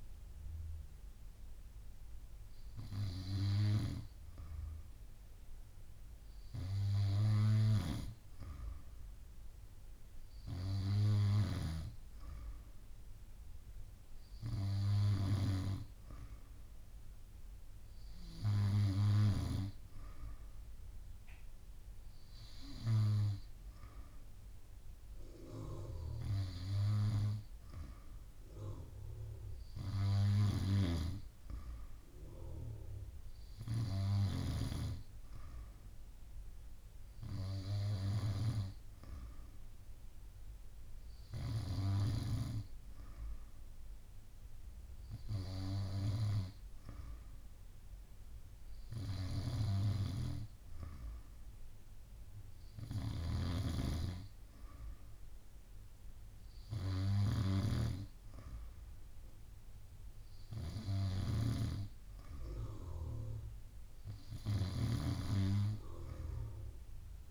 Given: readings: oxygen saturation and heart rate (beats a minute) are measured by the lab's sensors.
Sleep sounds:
breathing in sleep by a room microphone; none
30.50-34.50 s: snoring (device-marked)
53.00-65.00 s: snoring (device-marked)
From the record:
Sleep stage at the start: N2 (light sleep); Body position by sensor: on the back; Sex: female

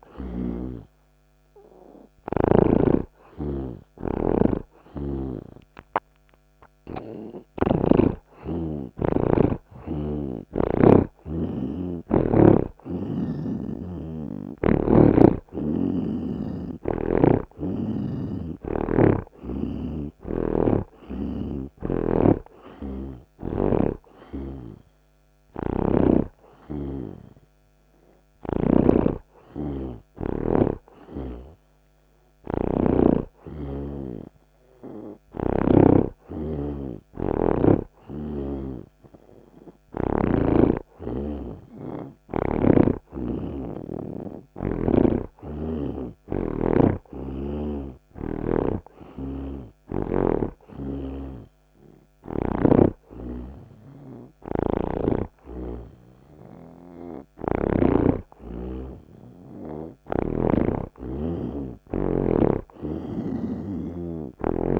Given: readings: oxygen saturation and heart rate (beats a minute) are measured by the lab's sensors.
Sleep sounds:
breathing in sleep by a microphone on the trachea; 1
0.00-1.00 s: snoring (device-marked)
3.00-8.00 s: snoring (device-marked)
3.00-18.00 s: oxygen desaturation (device-marked, oxygen 87% before, 80% lowest)
5.00-15.00 s: hypopnea (oxygen 87% before, 80% lowest)
17.00-20.50 s: arousal
20.00-23.50 s: snoring (device-marked)
25.00-36.00 s: oxygen desaturation (device-marked, oxygen 87% before, 82% lowest)
25.50-39.00 s: snoring (device-marked)
51.00-58.00 s: snoring (device-marked)
From the record:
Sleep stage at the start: N2 (light sleep); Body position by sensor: on the right side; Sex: male

